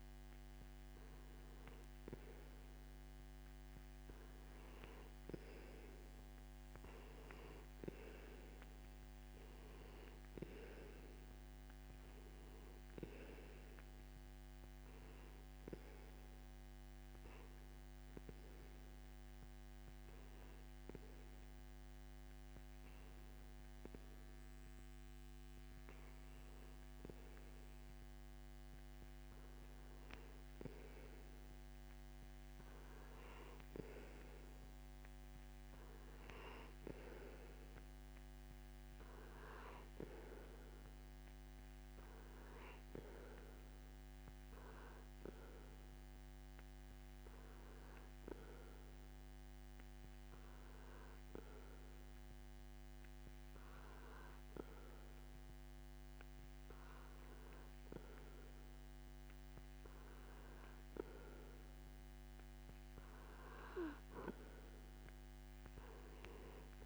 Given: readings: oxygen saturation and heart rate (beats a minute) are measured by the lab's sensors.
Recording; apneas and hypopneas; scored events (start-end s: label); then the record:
breathing in sleep by a microphone on the trachea; none
none scored
From the record:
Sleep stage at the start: N2 (light sleep); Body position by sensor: on the back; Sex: male